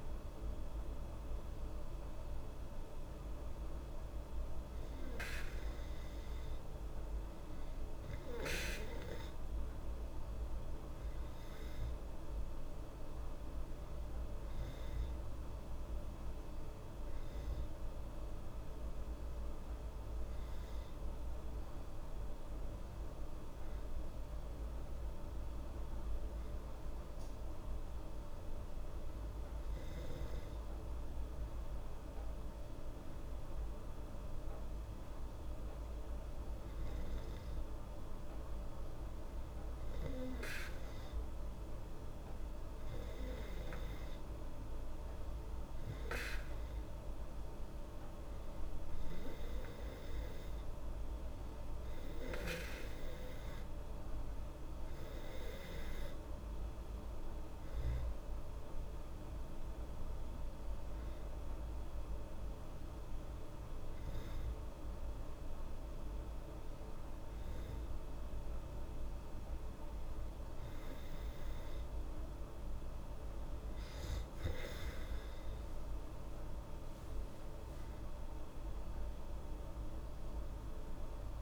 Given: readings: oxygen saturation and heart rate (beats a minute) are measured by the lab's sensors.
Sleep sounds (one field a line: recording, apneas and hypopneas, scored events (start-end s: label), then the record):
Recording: breathing in sleep, hard to hear, by a room microphone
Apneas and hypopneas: none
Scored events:
none scored
From the record:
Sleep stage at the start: N2 (light sleep)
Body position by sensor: on the back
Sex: female